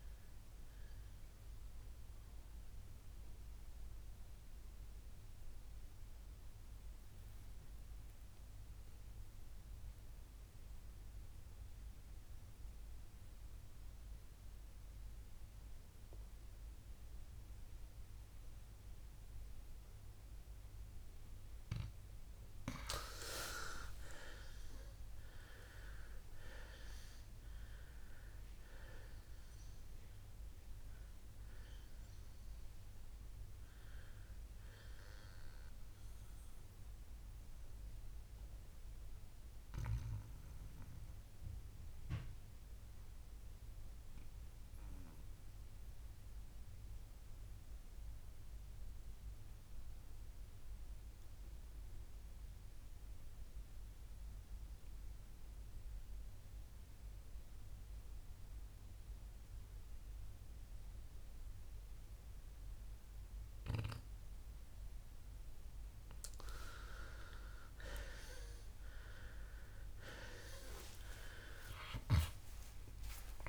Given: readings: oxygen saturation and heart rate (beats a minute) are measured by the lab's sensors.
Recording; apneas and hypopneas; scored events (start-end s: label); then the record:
breathing in sleep by a room microphone; 2
0.00-13.00 s: oxygen desaturation (device-marked, oxygen 94% lowest, heart rate 59 extreme)
3.50-23.00 s: obstructive apnea (oxygen 97% before, 91% lowest, heart rate 68 before, 57 extreme, up 14 after)
25.50-30.00 s: arousal
32.00-47.00 s: oxygen desaturation (device-marked, oxygen 98% before, 93% lowest, heart rate 64 before, 57 extreme)
37.00-65.50 s: mixed apnea (oxygen 98% before, 91% lowest, heart rate 65 before, 58 extreme, up 19 after)
66.00-73.49 s: oxygen desaturation (device-marked, oxygen 98% before, 91% lowest, heart rate 59 before, 58 extreme)
67.50-71.50 s: arousal
From the record:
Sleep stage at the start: N2 (light sleep); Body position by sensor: on the back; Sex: male